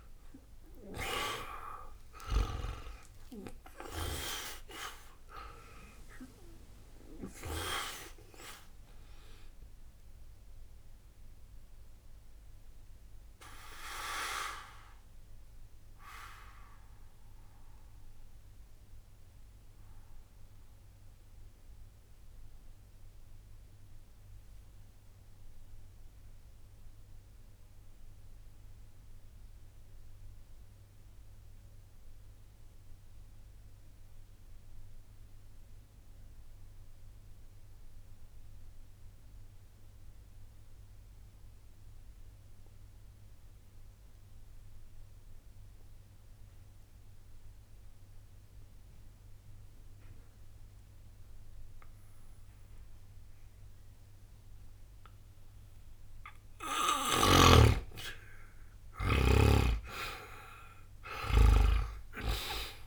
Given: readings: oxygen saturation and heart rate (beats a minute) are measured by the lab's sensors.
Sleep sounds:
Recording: breathing in sleep by a room microphone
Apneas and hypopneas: 1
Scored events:
0.00-30.00 s: oxygen desaturation (device-marked, oxygen 82% lowest, heart rate 60 extreme)
14.00-55.00 s: mixed apnea (oxygen 97% before, 78% lowest, heart rate 62 before, 60 extreme, up 0 after)
51.00-62.87 s: oxygen desaturation (device-marked, oxygen 98% before, 86% lowest, heart rate 60 before, 60 extreme)
59.50-62.87 s: arousal
From the record:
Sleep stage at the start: N2 (light sleep)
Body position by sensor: on the back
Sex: male

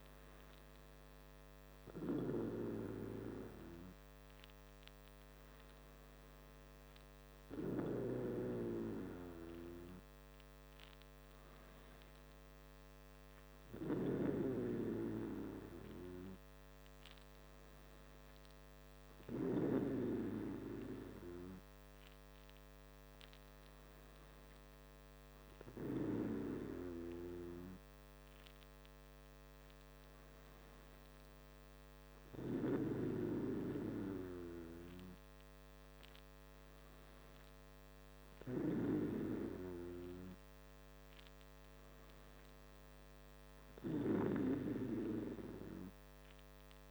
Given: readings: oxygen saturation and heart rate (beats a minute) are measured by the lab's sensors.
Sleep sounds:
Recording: breathing in sleep by a microphone on the trachea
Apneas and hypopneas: none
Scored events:
none scored
From the record:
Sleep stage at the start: N2 (light sleep)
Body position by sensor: on the back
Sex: male

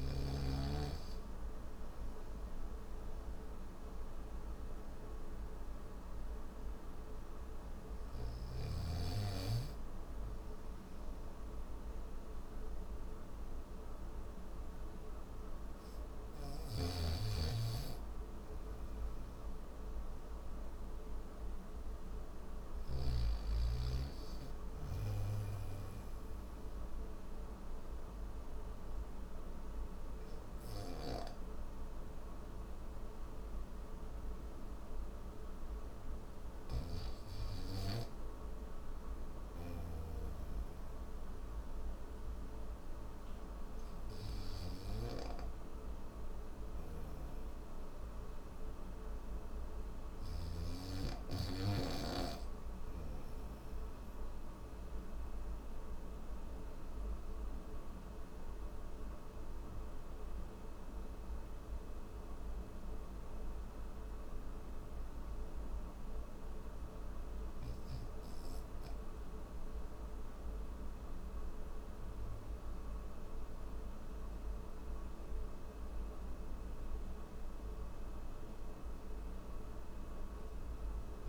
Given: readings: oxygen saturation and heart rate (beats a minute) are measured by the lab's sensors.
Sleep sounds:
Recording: breathing in sleep by a room microphone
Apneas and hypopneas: none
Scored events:
16.00-22.50 s: snoring (device-marked)
From the record:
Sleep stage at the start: N1 (lightest sleep)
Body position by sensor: on the back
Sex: male

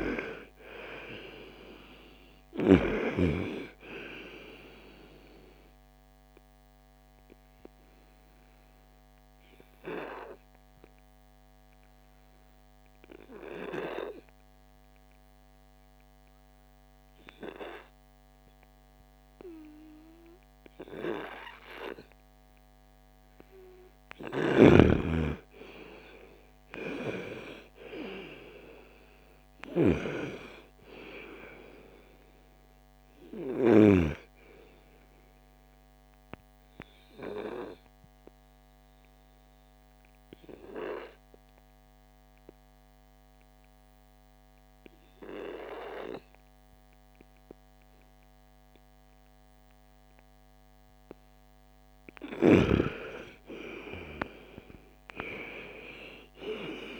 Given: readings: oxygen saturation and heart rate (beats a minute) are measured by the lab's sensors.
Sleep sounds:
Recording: breathing in sleep by a microphone on the trachea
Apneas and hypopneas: 2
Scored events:
1.50-16.50 s: oxygen desaturation (device-marked, oxygen 98% before, 87% lowest, heart rate 68 before, 58 extreme)
8.00-23.00 s: obstructive apnea (oxygen 99% before, 87% lowest, heart rate 68 before, 54 extreme)
24.50-28.00 s: arousal
27.50-43.50 s: oxygen desaturation (device-marked, oxygen 98% before, 91% lowest, heart rate 118 before, 47 extreme)
38.50-52.00 s: obstructive apnea (oxygen 98% before, 88% lowest, heart rate 82 before, 47 extreme, up 22 after)
54.00-57.00 s: arousal
55.50-57.00 s: oxygen desaturation (device-marked, oxygen 98% before, 90% lowest, heart rate 56 before, 45 extreme)
From the record:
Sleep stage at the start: N2 (light sleep)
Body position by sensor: on the front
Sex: female

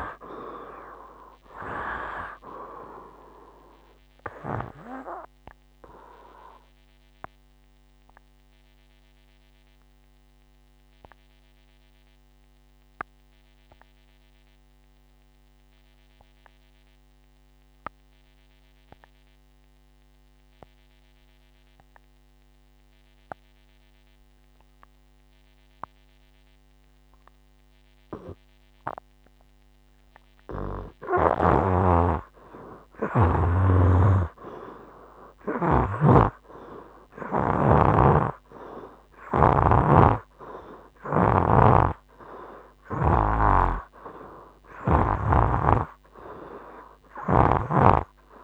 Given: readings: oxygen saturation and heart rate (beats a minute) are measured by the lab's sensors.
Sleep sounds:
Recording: breathing in sleep by a microphone on the trachea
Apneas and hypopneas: 1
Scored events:
0.00-26.00 s: oxygen desaturation (device-marked, oxygen 74% lowest, heart rate 58 extreme)
5.00-30.00 s: obstructive apnea (oxygen 96% before, 74% lowest, heart rate 68 before, 58 extreme, up 9 after)
32.50-36.50 s: arousal
34.00-38.00 s: snoring (device-marked)
34.00-48.44 s: oxygen desaturation (device-marked, oxygen 98% before, 78% lowest, heart rate 60 before, 61 extreme)
40.00-43.50 s: snoring (device-marked)
45.50-48.44 s: snoring (device-marked)
From the record:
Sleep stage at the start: N2 (light sleep)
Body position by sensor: on the right side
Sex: male

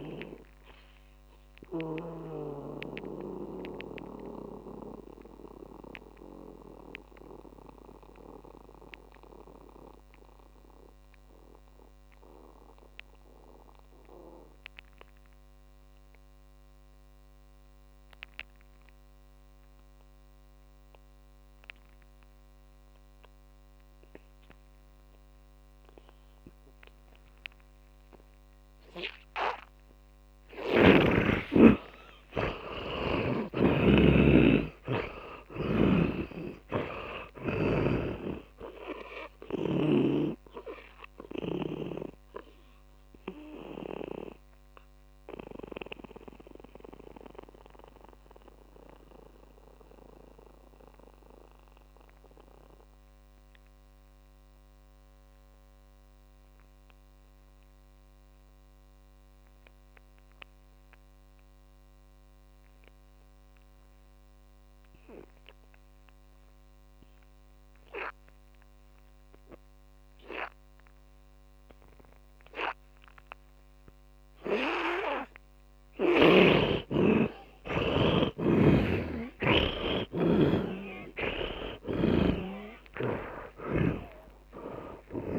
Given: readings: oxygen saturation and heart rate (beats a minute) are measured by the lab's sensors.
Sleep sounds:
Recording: breathing in sleep by a microphone on the trachea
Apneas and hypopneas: 2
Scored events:
0.00-3.00 s: oxygen desaturation (device-marked, oxygen 83% lowest)
2.00-30.50 s: mixed apnea (oxygen 98% before, 80% lowest)
5.00-17.00 s: oxygen desaturation (device-marked, oxygen 87% before, 81% lowest)
25.00-33.00 s: oxygen desaturation (device-marked, oxygen 100% before, 95% lowest)
31.50-35.50 s: arousal
36.00-40.50 s: snoring (device-marked)
41.00-78.00 s: mixed apnea (oxygen 100% before, 76% lowest)
42.00-61.00 s: oxygen desaturation (device-marked, oxygen 96% before, 80% lowest)
79.00-84.00 s: arousal
80.00-85.39 s: oxygen desaturation (device-marked, oxygen 99% before, 76% lowest)
From the record:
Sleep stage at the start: N2 (light sleep)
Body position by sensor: on the back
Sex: male

